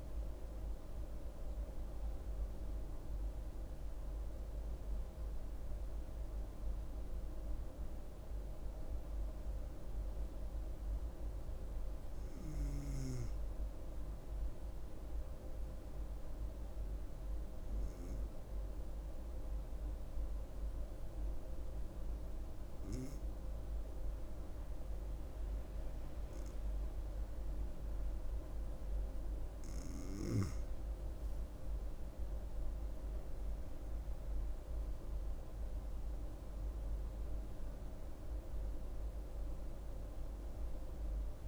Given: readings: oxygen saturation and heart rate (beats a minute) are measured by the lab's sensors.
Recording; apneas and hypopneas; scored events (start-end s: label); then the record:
breathing in sleep, hard to hear, by a room microphone; 1
0.00-11.50 s: oxygen desaturation (device-marked, oxygen 94% lowest, heart rate 65 extreme)
15.00-28.50 s: hypopnea (oxygen 98% before, 94% lowest, heart rate 75 before, 65 extreme, up 9 after)
32.50-36.50 s: arousal
33.50-41.48 s: oxygen desaturation (device-marked, oxygen 97% before, 94% lowest, heart rate 67 before, 67 extreme)
From the record:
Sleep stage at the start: N2 (light sleep); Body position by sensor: on the back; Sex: female